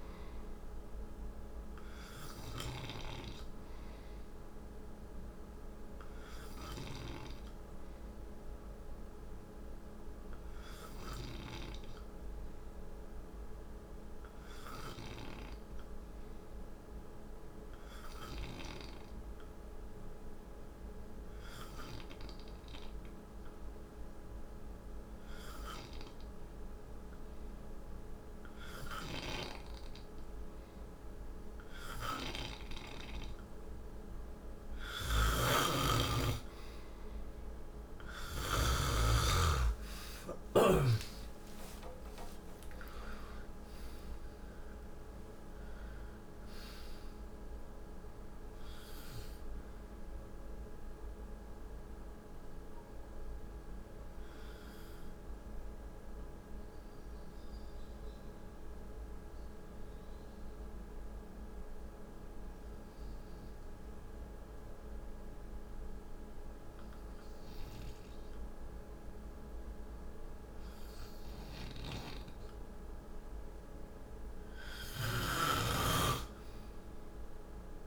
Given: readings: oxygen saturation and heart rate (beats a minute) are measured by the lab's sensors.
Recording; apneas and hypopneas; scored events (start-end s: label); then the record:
breathing in sleep by a room microphone; 2
0.00-4.50 s: oxygen desaturation (device-marked, oxygen 92% lowest, heart rate 58 extreme)
5.00-33.00 s: obstructive apnea (oxygen 95% before, 90% lowest, heart rate 65 before, 57 extreme, up 26 after)
28.50-51.50 s: oxygen desaturation (device-marked, oxygen 96% before, 90% lowest, heart rate 60 before, 52 extreme)
34.00-38.00 s: snoring (device-marked)
38.50-43.00 s: arousal
55.00-70.00 s: mixed apnea (oxygen 95% before, 91% lowest, heart rate 77 before, 52 extreme, up 9 after)
74.00-77.87 s: arousal
74.50-77.87 s: snoring (device-marked)
From the record:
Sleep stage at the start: N2 (light sleep); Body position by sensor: on the right side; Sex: male